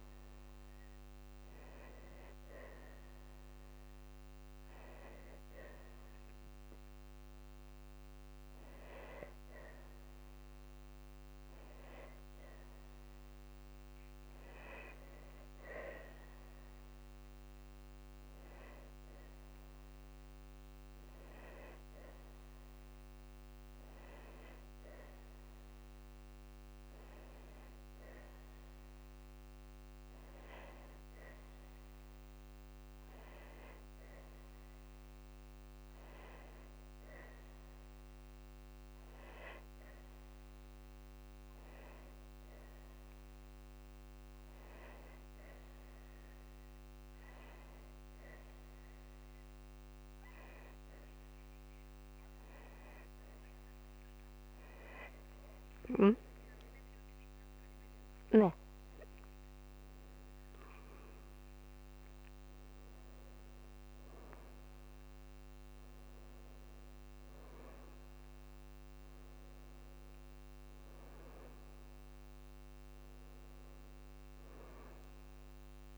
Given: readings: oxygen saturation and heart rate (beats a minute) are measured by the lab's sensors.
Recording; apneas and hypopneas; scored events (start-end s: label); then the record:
a person awake in a sleep study, hard to hear, by a microphone on the trachea; none
none scored
From the record:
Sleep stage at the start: awake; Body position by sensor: on the back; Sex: female